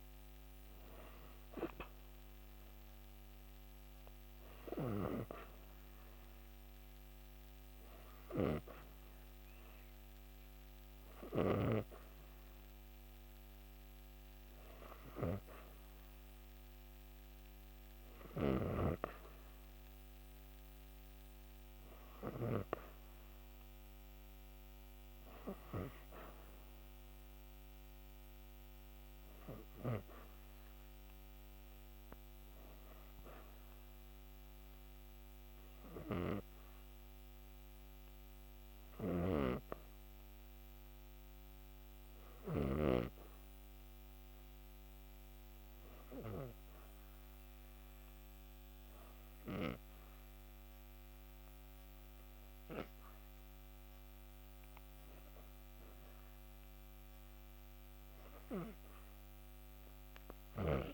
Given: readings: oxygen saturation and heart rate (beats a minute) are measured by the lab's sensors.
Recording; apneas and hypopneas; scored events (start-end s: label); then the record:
breathing in sleep by a microphone on the trachea; 1
25.50-29.00 s: arousal
34.00-59.00 s: oxygen desaturation (device-marked, oxygen 93% before, 89% lowest)
36.50-55.50 s: hypopnea (oxygen 94% before, 89% lowest)
58.00-60.94 s: arousal
From the record:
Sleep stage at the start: REM sleep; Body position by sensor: on the back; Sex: female